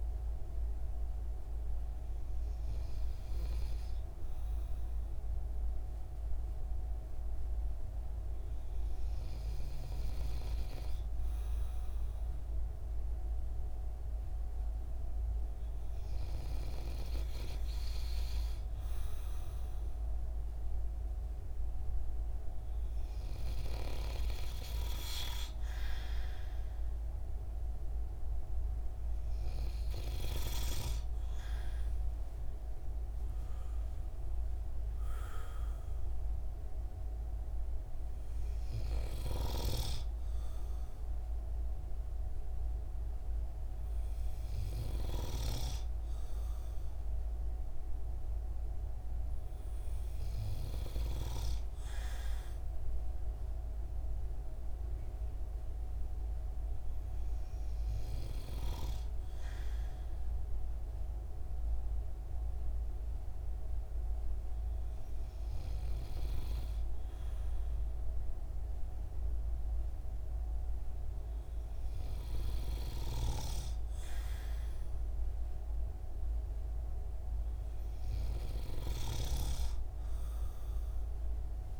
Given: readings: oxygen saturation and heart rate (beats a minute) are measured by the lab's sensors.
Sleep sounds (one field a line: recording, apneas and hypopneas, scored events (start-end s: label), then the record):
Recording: breathing in sleep by a room microphone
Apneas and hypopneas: none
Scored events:
none scored
From the record:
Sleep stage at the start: N2 (light sleep)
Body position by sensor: on the right side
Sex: male